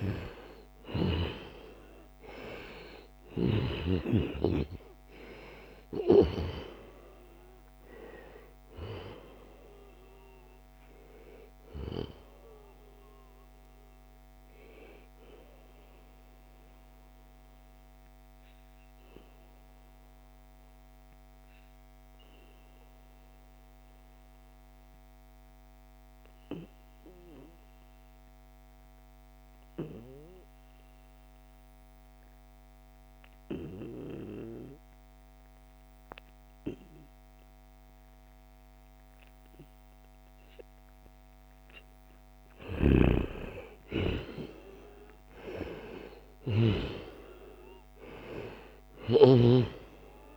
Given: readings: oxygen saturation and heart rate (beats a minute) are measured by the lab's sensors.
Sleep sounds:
breathing in sleep by a microphone on the trachea; 1
0.00-1.00 s: arousal
0.00-23.00 s: oxygen desaturation (device-marked, oxygen 88% lowest, heart rate 69 extreme)
15.50-41.50 s: obstructive apnea (oxygen 95% before, 88% lowest, heart rate 78 before, 69 extreme, up 6 after)
42.50-47.00 s: arousal
43.00-50.37 s: oxygen desaturation (device-marked, oxygen 97% before, 89% lowest, heart rate 71 before, 65 extreme)
From the record:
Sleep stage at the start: N2 (light sleep); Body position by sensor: on the right side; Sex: male

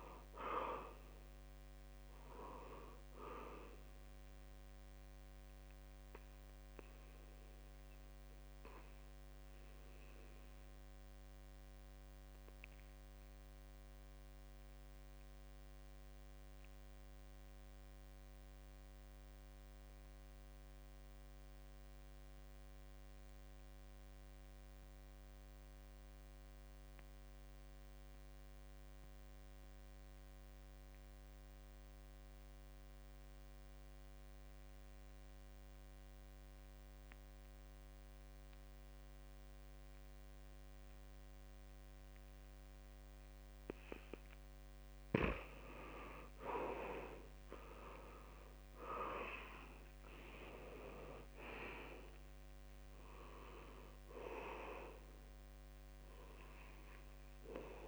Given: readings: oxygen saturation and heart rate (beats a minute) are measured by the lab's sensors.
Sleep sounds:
breathing in sleep by a microphone on the trachea; 1
0.00-21.50 s: oxygen desaturation (device-marked, oxygen 79% lowest, heart rate 67 extreme)
5.00-44.50 s: obstructive apnea (oxygen 95% before, 78% lowest, heart rate 77 before, 62 extreme, up 10 after)
36.50-57.88 s: oxygen desaturation (device-marked, oxygen 96% before, 78% lowest, heart rate 71 before, 62 extreme)
44.50-46.50 s: long interval between heartbeats (device-marked, heart rate 72 before, 73 extreme)
47.00-51.50 s: arousal
47.50-49.50 s: long interval between heartbeats (device-marked, heart rate 72 before, 77 extreme)
From the record:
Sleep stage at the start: N2 (light sleep); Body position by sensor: on the back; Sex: male

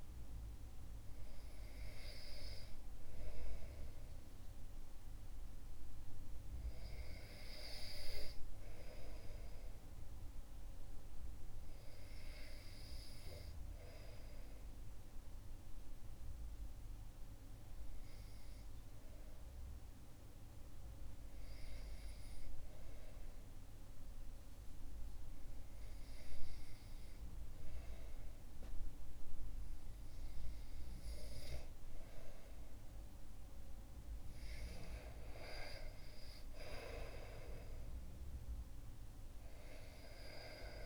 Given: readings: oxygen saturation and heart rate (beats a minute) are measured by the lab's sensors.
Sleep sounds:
breathing in sleep by a room microphone; 1
12.50-29.50 s: hypopnea (oxygen 98% before, 94% lowest, heart rate 58 before, 61 extreme, up 0 after)
28.00-40.86 s: oxygen desaturation (device-marked, oxygen 97% before, 94% lowest, heart rate 61 before, 62 extreme)
31.50-35.00 s: arousal
From the record:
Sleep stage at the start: REM sleep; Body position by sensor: on the back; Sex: male

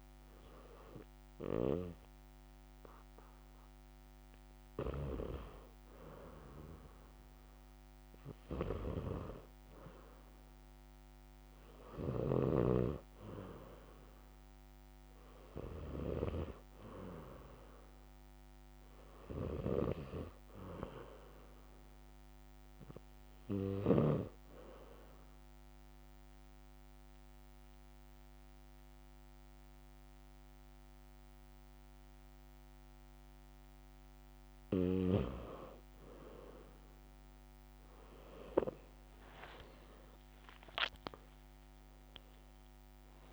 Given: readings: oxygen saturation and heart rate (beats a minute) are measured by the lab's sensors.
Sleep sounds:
breathing in sleep by a microphone on the trachea; 1
25.50-36.00 s: mixed apnea (oxygen 93% before, 89% lowest, heart rate 72 before, 65 extreme, up 5 after)
39.50-43.33 s: arousal
From the record:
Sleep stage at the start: N2 (light sleep); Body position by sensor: on the back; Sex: male

